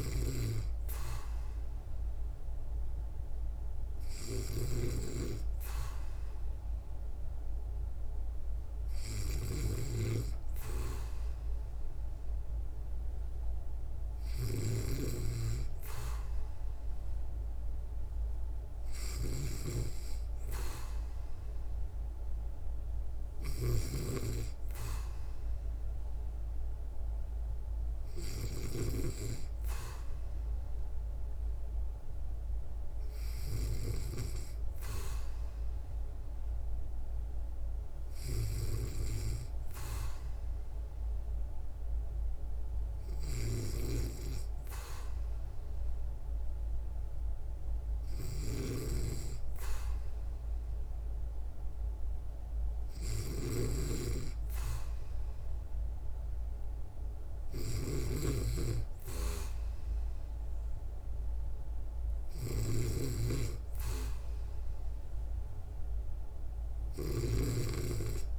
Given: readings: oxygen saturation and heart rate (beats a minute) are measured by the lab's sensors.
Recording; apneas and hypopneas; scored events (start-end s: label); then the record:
breathing in sleep by a room microphone; none
0.00-28.00 s: snoring (device-marked)
37.50-68.39 s: snoring (device-marked)
From the record:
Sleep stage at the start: N2 (light sleep); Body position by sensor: on the back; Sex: female